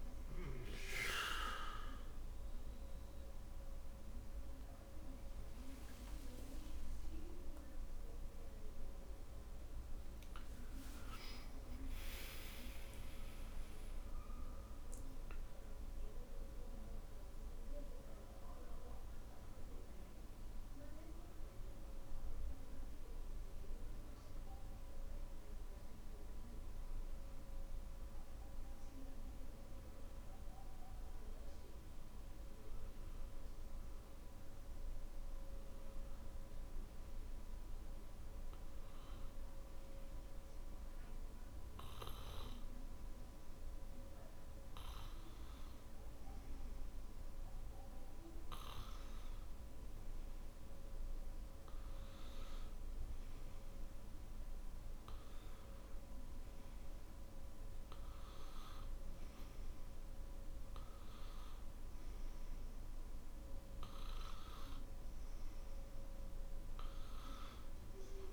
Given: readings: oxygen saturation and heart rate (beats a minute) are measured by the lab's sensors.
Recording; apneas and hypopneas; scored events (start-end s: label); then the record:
breathing in sleep by a room microphone; none
7.50-13.00 s: arousal
From the record:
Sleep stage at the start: N2 (light sleep); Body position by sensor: on the back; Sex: male